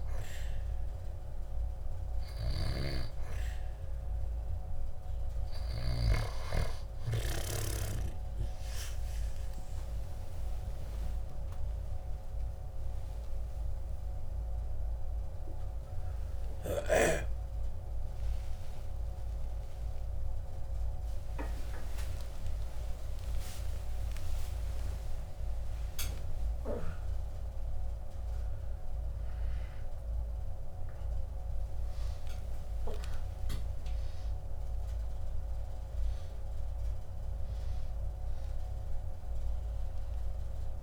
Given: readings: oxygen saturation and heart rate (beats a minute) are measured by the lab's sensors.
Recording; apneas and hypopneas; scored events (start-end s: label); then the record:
a person awake in a sleep study, by a room microphone; none
10.00-12.00 s: long interval between heartbeats (device-marked, heart rate 75 before, 86 extreme)
11.00-40.82 s: new sleep stage, awake
18.00-29.00 s: oxygen desaturation (device-marked, oxygen 91% before, 88% lowest, heart rate 80 before, 89 extreme)
21.00-23.00 s: long interval between heartbeats (device-marked, heart rate 81 before, 101 extreme)
23.00-25.00 s: long interval between heartbeats (device-marked, heart rate 84 before, 115 extreme)
31.50-33.50 s: long interval between heartbeats (device-marked, heart rate 97 before, 100 extreme)
From the record:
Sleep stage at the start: N2 (light sleep); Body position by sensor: on the back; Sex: female